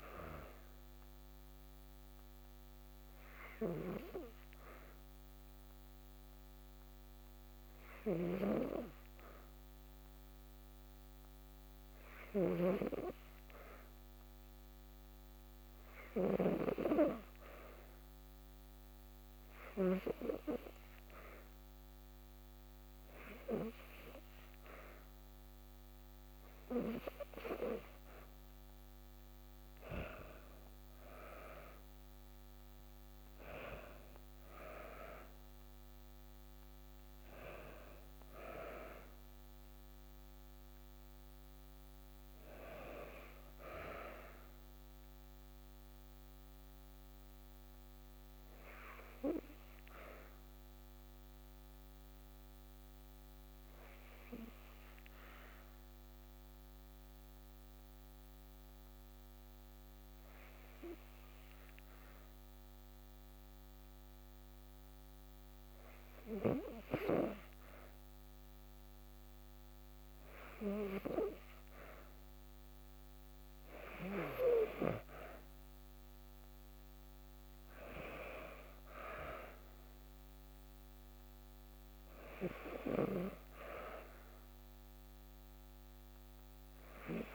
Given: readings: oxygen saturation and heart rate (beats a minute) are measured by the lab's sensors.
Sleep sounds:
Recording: breathing in sleep by a microphone on the trachea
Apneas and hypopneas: 2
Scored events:
3.00-27.00 s: hypopnea (oxygen 96% before, 92% lowest, heart rate 54 before, 54 extreme, up 1 after)
11.50-16.00 s: snoring (device-marked)
29.50-34.50 s: arousal
34.50-55.50 s: oxygen desaturation (device-marked, oxygen 95% before, 92% lowest, heart rate 56 before, 53 extreme)
49.50-66.50 s: obstructive apnea (oxygen 95% before, 92% lowest, heart rate 56 before, 53 extreme, up 1 after)
69.50-73.50 s: arousal
From the record:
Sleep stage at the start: N2 (light sleep)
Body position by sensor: on the back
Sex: female

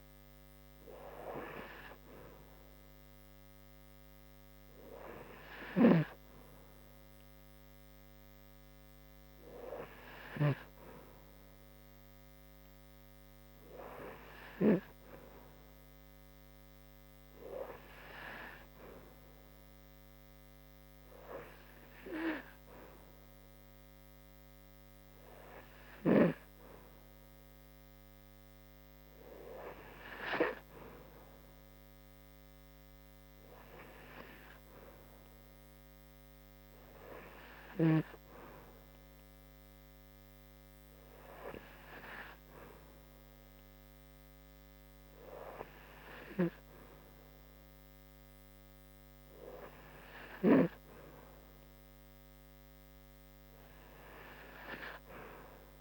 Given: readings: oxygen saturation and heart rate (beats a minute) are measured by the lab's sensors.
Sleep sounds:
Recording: breathing in sleep by a microphone on the trachea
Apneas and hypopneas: none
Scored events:
none scored
From the record:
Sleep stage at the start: N2 (light sleep)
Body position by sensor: on the back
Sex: female

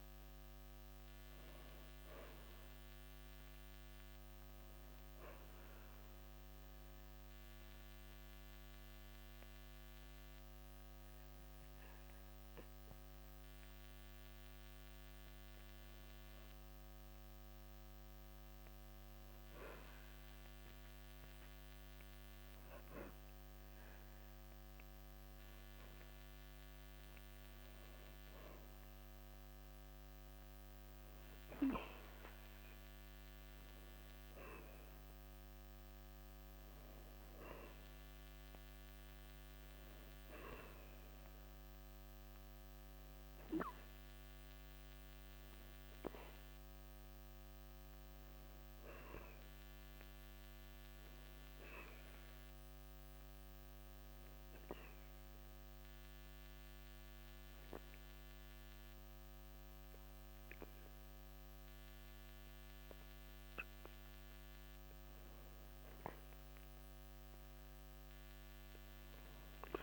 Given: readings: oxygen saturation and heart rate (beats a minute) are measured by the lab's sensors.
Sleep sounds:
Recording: breathing in sleep by a microphone on the trachea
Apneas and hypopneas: 2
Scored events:
0.00-14.50 s: oxygen desaturation (device-marked, oxygen 91% lowest, heart rate 55 extreme)
6.50-16.50 s: obstructive apnea (oxygen 96% before, 93% lowest, heart rate 83 before, 55 extreme, up 45 after)
18.00-21.50 s: arousal
47.00-50.50 s: arousal
55.00-65.50 s: obstructive apnea (oxygen 97% before, 92% lowest, heart rate 96 before, 65 extreme, up 40 after)
68.00-69.83 s: arousal
From the record:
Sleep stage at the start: N2 (light sleep)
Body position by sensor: on the back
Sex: male

